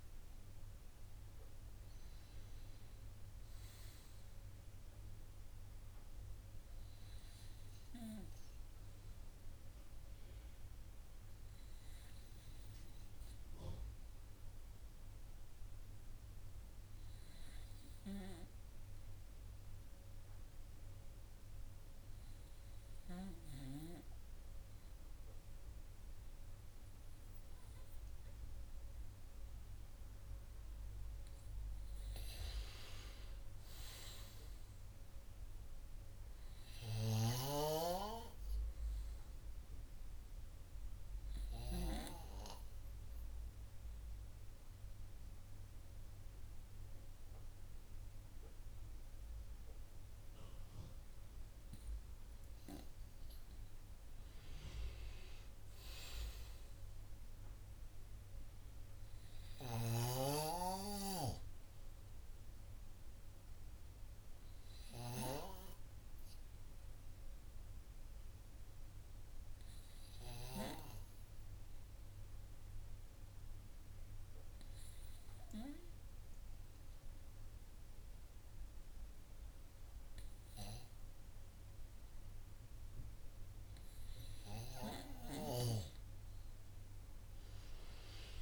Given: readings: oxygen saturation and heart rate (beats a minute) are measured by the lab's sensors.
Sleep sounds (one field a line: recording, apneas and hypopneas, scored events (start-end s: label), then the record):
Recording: breathing in sleep by a room microphone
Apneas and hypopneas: 3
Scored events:
19.00-31.50 s: hypopnea (oxygen 98% before, 95% lowest, heart rate 64 before, 51 extreme, up 27 after)
33.00-37.00 s: arousal
41.50-52.50 s: obstructive apnea (oxygen 98% before, 95% lowest, heart rate 60 before, 51 extreme, up 32 after)
54.50-58.00 s: arousal
67.50-83.00 s: hypopnea (oxygen 98% before, 95% lowest, heart rate 71 before, 49 extreme, up 44 after)
86.50-88.42 s: arousal
From the record:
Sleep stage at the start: N2 (light sleep)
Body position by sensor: on the right side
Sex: male